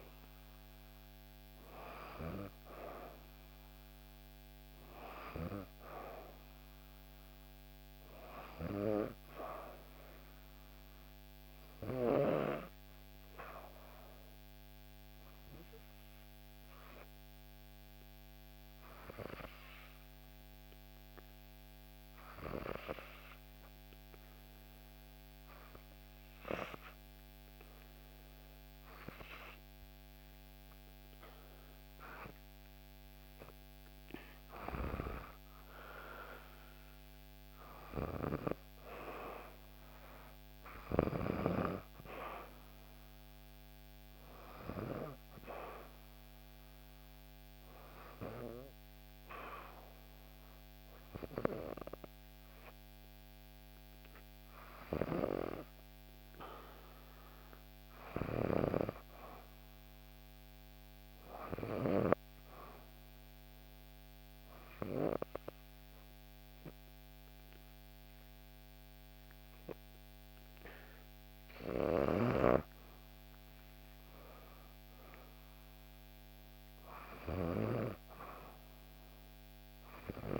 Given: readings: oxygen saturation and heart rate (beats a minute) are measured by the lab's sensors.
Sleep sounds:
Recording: breathing in sleep by a microphone on the trachea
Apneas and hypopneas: 2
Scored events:
0.00-1.00 s: arousal
11.00-30.00 s: obstructive apnea (oxygen 96% before, 93% lowest, heart rate 65 before, 63 extreme, up 3 after)
33.50-37.00 s: arousal
62.00-72.50 s: obstructive apnea (oxygen 96% before, 93% lowest, heart rate 64 before, 62 extreme, up 4 after)
74.00-78.00 s: arousal
From the record:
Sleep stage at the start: N2 (light sleep)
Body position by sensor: on the back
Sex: female

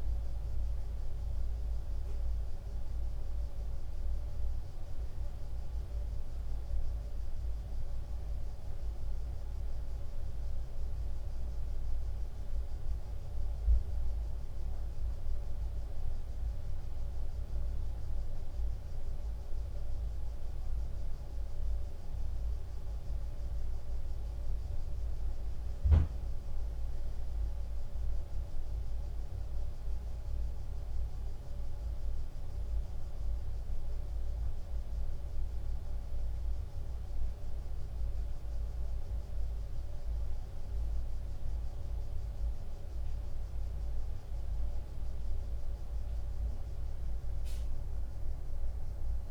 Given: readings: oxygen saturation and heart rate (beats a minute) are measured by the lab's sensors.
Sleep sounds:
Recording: breathing in sleep, hard to hear, by a room microphone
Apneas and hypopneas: 1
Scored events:
29.00-41.50 s: hypopnea (oxygen 97% before, 93% lowest, heart rate 100 before, 98 extreme, up 1 after)
From the record:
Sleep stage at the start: N1 (lightest sleep)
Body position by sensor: on the right side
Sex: male

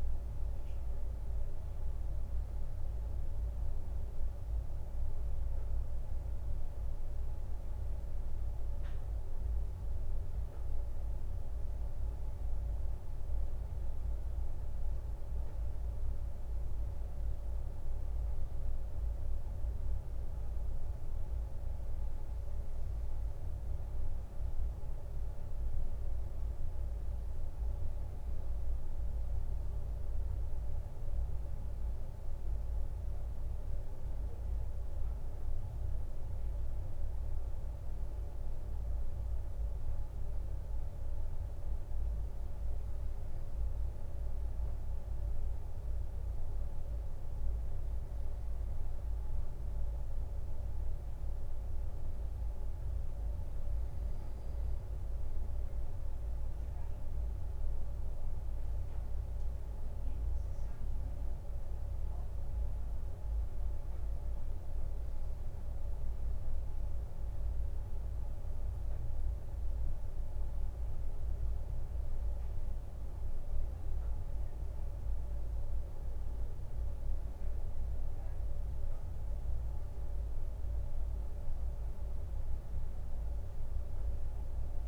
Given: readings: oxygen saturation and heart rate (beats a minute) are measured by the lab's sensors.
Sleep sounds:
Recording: breathing in sleep, hard to hear, by a room microphone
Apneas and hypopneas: none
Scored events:
none scored
From the record:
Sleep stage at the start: N2 (light sleep)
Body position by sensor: on the right side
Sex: male

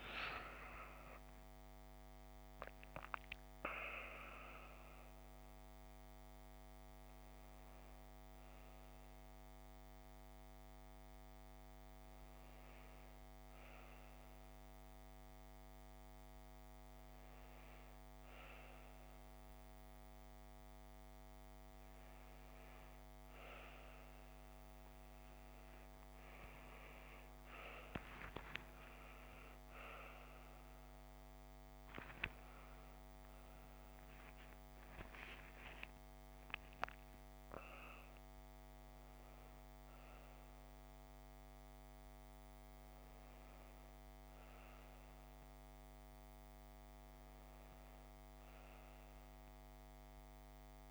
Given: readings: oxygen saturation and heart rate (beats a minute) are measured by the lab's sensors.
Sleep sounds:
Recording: a person awake in a sleep study, by a microphone on the trachea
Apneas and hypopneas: none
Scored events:
44.00-50.91 s: new sleep stage, N1 (lightest sleep)
From the record:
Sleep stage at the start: awake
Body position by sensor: on the left side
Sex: female

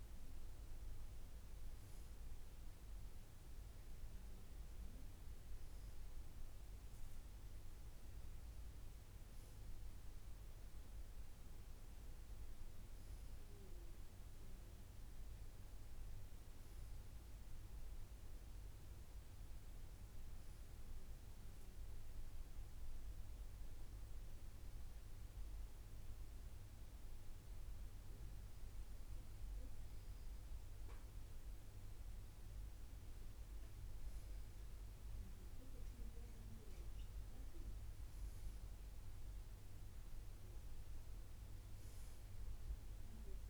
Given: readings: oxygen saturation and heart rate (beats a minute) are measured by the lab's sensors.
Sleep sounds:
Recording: breathing in sleep, hard to hear, by a room microphone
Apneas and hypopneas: none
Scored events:
7.50-43.50 s: new sleep stage, N2 (light sleep)
From the record:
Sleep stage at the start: N1 (lightest sleep)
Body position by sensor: on the right side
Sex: male

